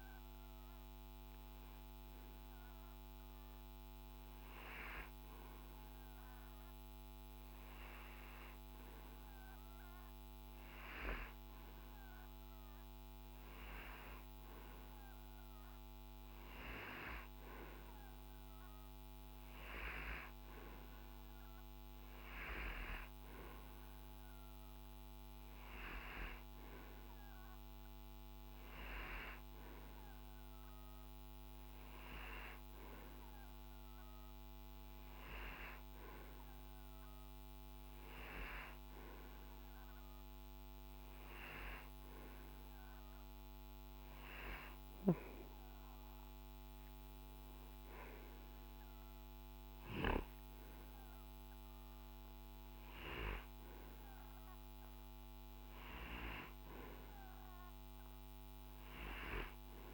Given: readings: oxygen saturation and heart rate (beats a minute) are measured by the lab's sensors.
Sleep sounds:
breathing in sleep by a microphone on the trachea; none
none scored
From the record:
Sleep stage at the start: N2 (light sleep); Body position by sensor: on the right side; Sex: male

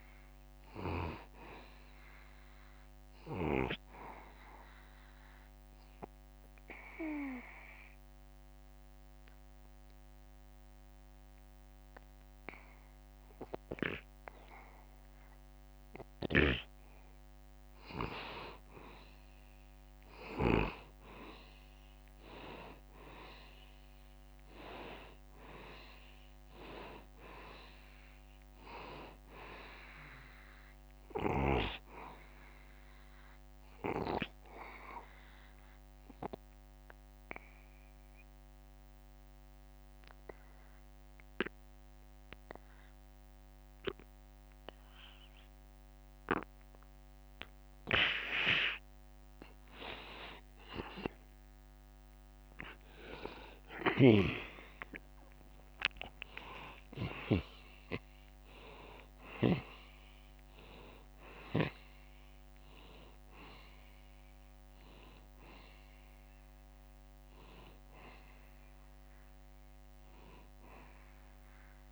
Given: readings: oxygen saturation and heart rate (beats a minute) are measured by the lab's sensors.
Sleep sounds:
breathing in sleep by a microphone on the trachea; 2
0.50-14.50 s: oxygen desaturation (device-marked, oxygen 96% before, 90% lowest, heart rate 72 before, 72 extreme)
7.00-17.00 s: obstructive apnea (oxygen 96% before, 87% lowest, heart rate 73 before, 72 extreme, up 2 after)
16.00-21.00 s: snoring (device-marked)
21.00-24.00 s: arousal
26.50-43.50 s: oxygen desaturation (device-marked, oxygen 95% before, 88% lowest, heart rate 73 before, 71 extreme)
35.50-48.00 s: obstructive apnea (oxygen 95% before, 87% lowest, heart rate 73 before, 71 extreme, up 3 after)
52.00-57.50 s: arousal
54.00-57.50 s: snoring (device-marked)
54.50-71.92 s: oxygen desaturation (device-marked, oxygen 95% before, 87% lowest, heart rate 73 before, 70 extreme)
57.50-68.50 s: drop in pulse transit time (device-marked, heart rate 73 before, 76 extreme)
From the record:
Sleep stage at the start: N2 (light sleep); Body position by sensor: on the back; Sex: male

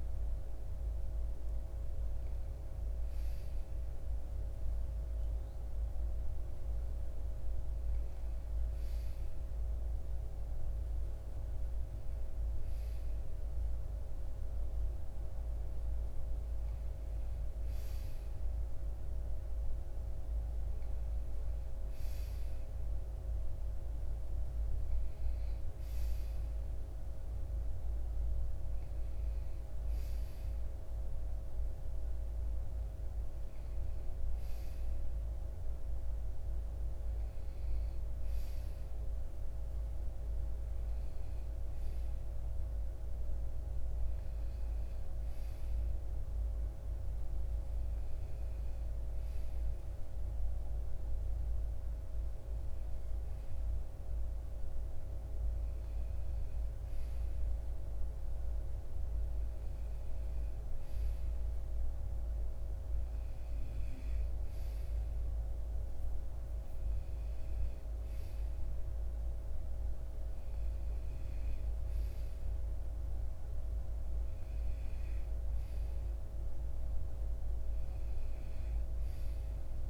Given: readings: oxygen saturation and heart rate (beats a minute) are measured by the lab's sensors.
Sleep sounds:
breathing in sleep, hard to hear, by a room microphone; none
none scored
From the record:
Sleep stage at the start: N2 (light sleep); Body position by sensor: on the right side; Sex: male

